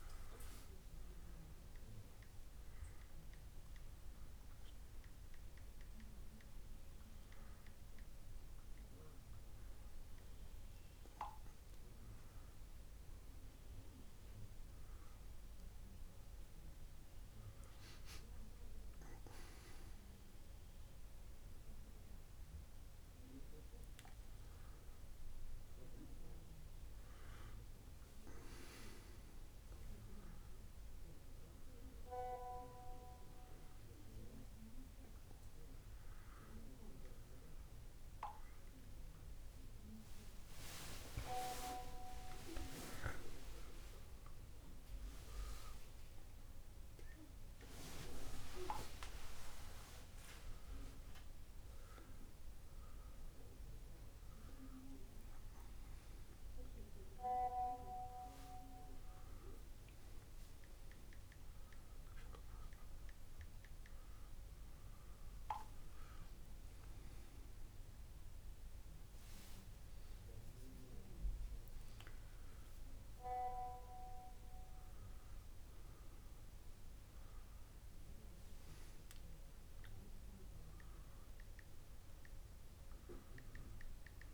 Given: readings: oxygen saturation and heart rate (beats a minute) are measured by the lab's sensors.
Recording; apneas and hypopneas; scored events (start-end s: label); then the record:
a person partly awake in a sleep study, by a room microphone; 1
0.50-2.50 s: long interval between heartbeats (device-marked)
3.00-84.34 s: new sleep stage, N2 (light sleep)
3.50-17.00 s: hypopnea (oxygen 97% before, 97% lowest)
12.00-14.00 s: long interval between heartbeats (device-marked)
20.50-23.50 s: arousal
27.00-29.00 s: long interval between heartbeats (device-marked)
34.50-36.50 s: long interval between heartbeats (device-marked)
42.00-47.00 s: arousal
42.50-44.50 s: long interval between heartbeats (device-marked)
52.00-54.00 s: long interval between heartbeats (device-marked)
61.00-63.00 s: long interval between heartbeats (device-marked)
73.00-75.00 s: long interval between heartbeats (device-marked)
From the record:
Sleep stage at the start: awake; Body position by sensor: on the back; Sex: male